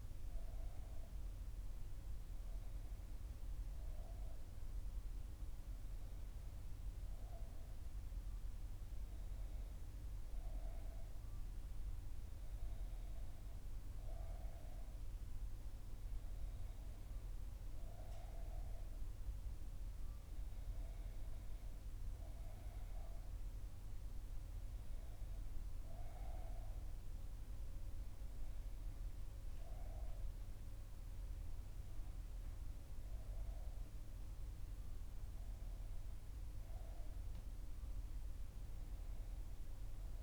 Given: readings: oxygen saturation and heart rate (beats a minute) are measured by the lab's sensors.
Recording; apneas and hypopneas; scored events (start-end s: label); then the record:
breathing in sleep, hard to hear, by a room microphone; none
none scored
From the record:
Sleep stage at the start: N1 (lightest sleep); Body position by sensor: on the back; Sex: female